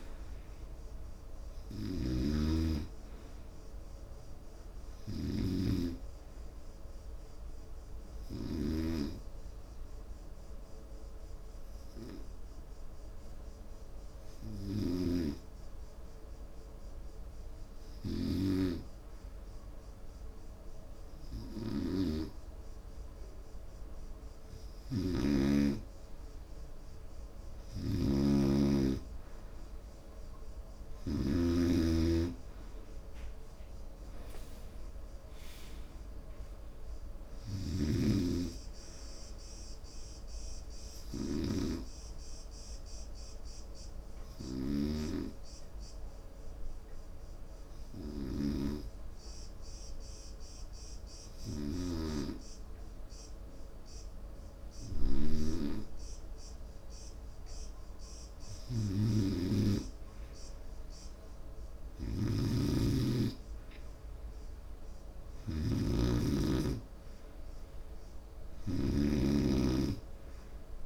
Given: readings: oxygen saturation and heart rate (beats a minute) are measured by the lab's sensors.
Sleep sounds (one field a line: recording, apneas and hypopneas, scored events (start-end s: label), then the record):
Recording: breathing in sleep by a room microphone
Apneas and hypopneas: 2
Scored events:
0.00-1.00 s: oxygen desaturation (device-marked, oxygen 91% lowest, heart rate 71 extreme)
6.50-18.50 s: obstructive apnea (oxygen 95% before, 88% lowest, heart rate 75 before, 70 extreme, up 2 after)
14.00-27.00 s: oxygen desaturation (device-marked, oxygen 92% before, 88% lowest, heart rate 78 before, 70 extreme)
26.50-31.00 s: arousal
41.00-58.50 s: obstructive apnea (oxygen 96% before, 90% lowest, heart rate 73 before, 70 extreme, up 1 after)
44.00-64.00 s: oxygen desaturation (device-marked, oxygen 96% before, 91% lowest, heart rate 73 before, 70 extreme)
62.50-67.00 s: arousal
From the record:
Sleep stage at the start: N2 (light sleep)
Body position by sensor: on the right side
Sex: male